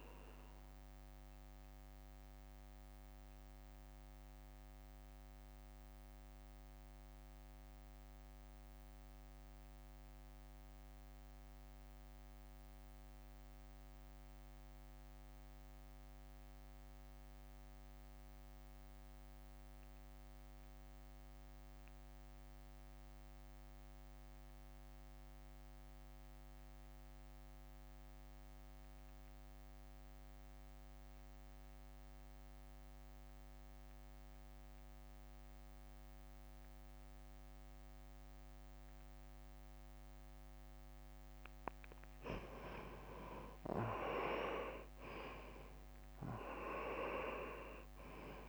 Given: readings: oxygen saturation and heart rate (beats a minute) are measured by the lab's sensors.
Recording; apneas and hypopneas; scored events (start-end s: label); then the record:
breathing in sleep by a microphone on the trachea; 1
0.00-4.00 s: drop in pulse transit time (device-marked, heart rate 60 extreme)
1.50-40.00 s: mixed apnea (oxygen 97% before, 82% lowest, heart rate 62 before, 53 extreme, up 12 after)
8.00-22.00 s: oxygen desaturation (device-marked, oxygen 88% before, 84% lowest, heart rate 63 before, 53 extreme)
32.00-48.48 s: oxygen desaturation (device-marked, oxygen 98% before, 82% lowest, heart rate 64 before, 53 extreme)
43.00-48.48 s: arousal
46.00-48.48 s: drop in pulse transit time (device-marked, heart rate 58 before, 55 extreme)
From the record:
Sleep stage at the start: REM sleep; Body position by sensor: on the right side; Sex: male